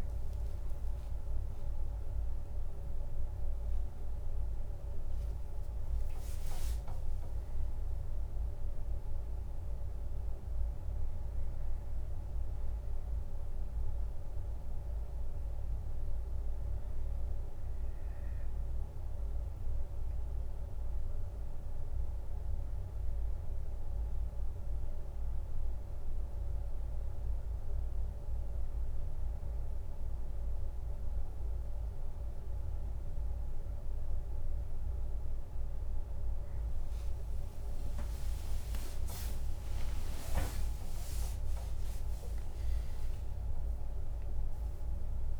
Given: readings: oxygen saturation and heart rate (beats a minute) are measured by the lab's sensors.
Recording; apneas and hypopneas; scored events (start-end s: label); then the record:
a person awake in a sleep study, hard to hear, by a room microphone; none
6.00-7.50 s: leg movement (device-marked)
From the record:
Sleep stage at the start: awake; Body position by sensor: on the left side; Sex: male